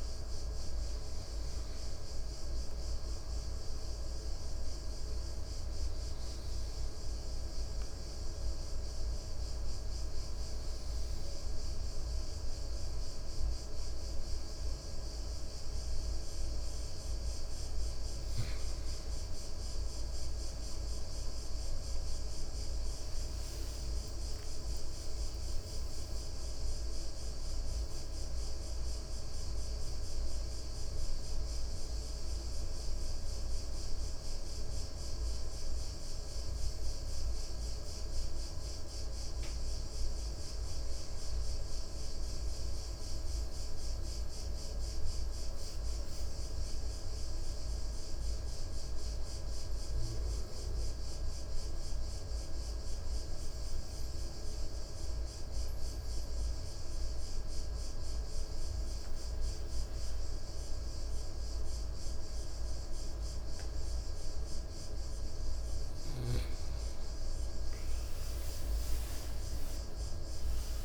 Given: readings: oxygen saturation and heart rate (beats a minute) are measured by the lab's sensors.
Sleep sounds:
breathing in sleep, hard to hear, by a room microphone; 3
3.50-18.50 s: hypopnea (oxygen 97% before, 94% lowest, heart rate 63 before, 58 extreme, up 9 after)
23.50-28.00 s: arousal
32.50-44.50 s: hypopnea (oxygen 98% before, 94% lowest, heart rate 65 before, 56 extreme, up 5 after)
46.50-50.00 s: arousal
54.00-66.50 s: central apnea (oxygen 98% before, 94% lowest, heart rate 60 before, 57 extreme, up 13 after)
68.00-70.85 s: arousal
From the record:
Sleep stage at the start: N2 (light sleep); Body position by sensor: on the right side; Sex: male

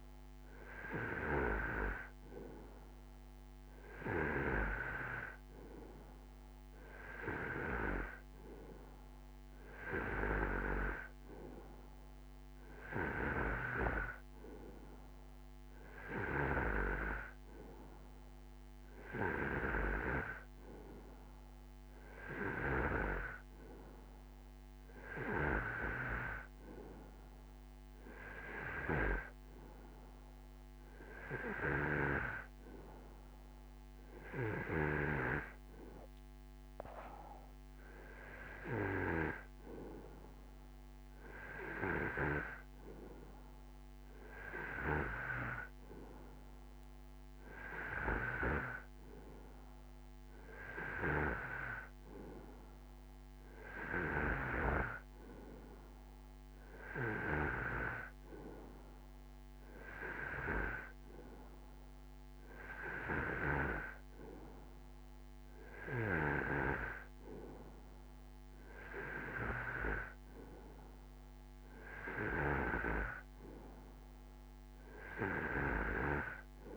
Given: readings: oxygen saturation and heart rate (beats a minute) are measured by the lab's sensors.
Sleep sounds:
breathing in sleep by a microphone on the trachea; none
none scored
From the record:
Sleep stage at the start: N2 (light sleep); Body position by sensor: on the right side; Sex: male

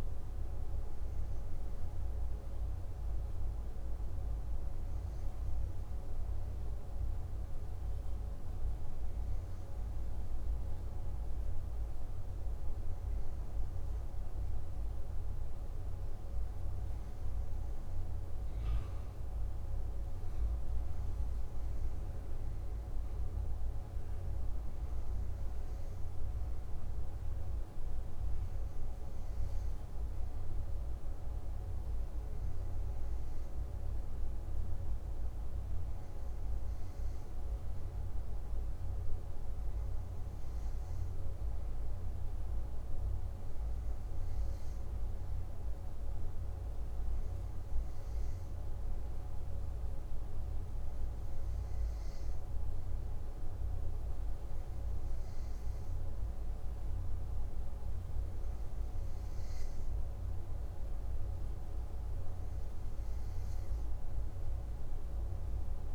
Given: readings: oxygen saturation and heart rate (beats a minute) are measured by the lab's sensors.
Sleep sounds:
breathing in sleep, hard to hear, by a room microphone; none
none scored
From the record:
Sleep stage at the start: N2 (light sleep); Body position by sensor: on the back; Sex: male

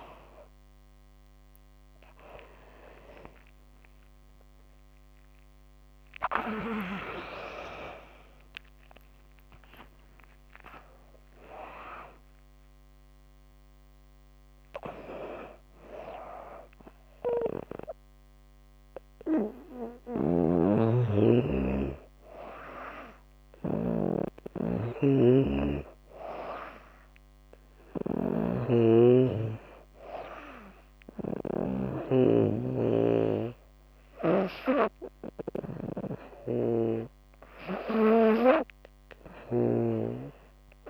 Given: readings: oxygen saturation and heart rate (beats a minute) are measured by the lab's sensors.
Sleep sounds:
breathing in sleep by a microphone on the trachea; none
5.00-9.50 s: arousal
6.00-19.00 s: oxygen desaturation (device-marked, oxygen 95% before, 89% lowest, heart rate 85 before, 73 extreme)
19.50-31.00 s: snoring (device-marked)
35.50-39.00 s: snoring (device-marked)
From the record:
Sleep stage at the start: N2 (light sleep); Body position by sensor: on the back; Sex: female

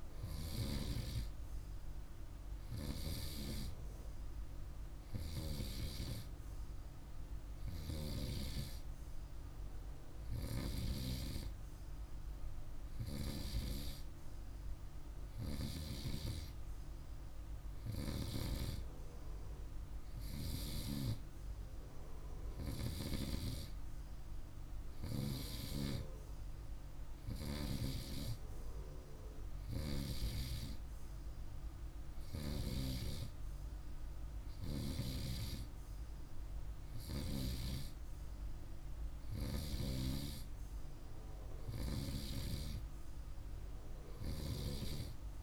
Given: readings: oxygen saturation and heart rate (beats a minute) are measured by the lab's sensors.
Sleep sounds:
breathing in sleep by a room microphone; none
none scored
From the record:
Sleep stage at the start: N2 (light sleep); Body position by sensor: on the right side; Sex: male

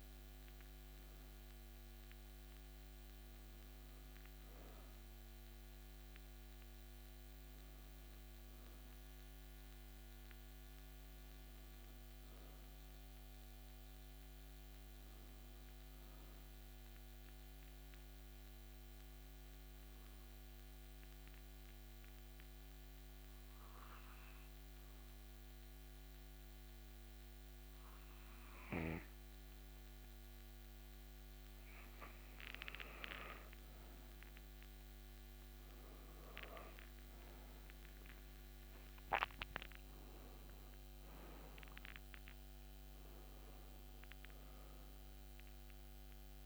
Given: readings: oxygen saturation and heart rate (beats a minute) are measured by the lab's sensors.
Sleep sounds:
breathing in sleep by a microphone on the trachea; 1
16.50-32.00 s: obstructive apnea (oxygen 98% before, 94% lowest)
34.00-38.00 s: arousal
36.00-46.46 s: oxygen desaturation (device-marked, oxygen 98% before, 94% lowest)
From the record:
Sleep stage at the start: N2 (light sleep); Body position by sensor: on the back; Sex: male

